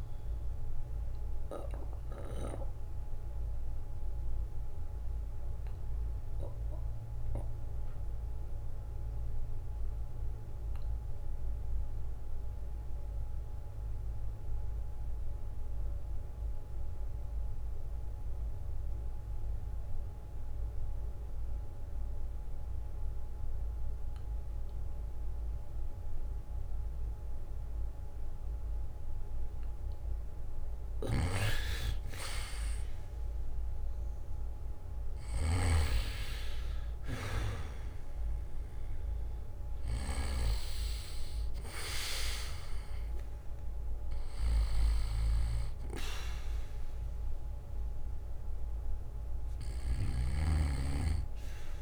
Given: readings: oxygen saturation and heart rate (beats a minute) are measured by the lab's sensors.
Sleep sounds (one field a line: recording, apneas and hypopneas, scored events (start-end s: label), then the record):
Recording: breathing in sleep by a room microphone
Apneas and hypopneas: 1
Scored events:
1.50-3.50 s: bradycardia (device-marked, heart rate 64 before, 59 extreme)
5.50-7.50 s: bradycardia (device-marked, heart rate 64 before, 58 extreme)
6.50-30.00 s: mixed apnea (oxygen 97% before, 87% lowest, heart rate 62 before, 45 extreme, up 24 after)
9.50-29.50 s: bradycardia (device-marked, heart rate 64 before, 45 extreme)
23.50-47.50 s: oxygen desaturation (device-marked, oxygen 94% before, 90% lowest, heart rate 58 before, 57 extreme)
30.50-32.50 s: bradycardia (device-marked, heart rate 64 before, 59 extreme)
32.00-36.50 s: arousal
From the record:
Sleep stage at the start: REM sleep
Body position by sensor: on the back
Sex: male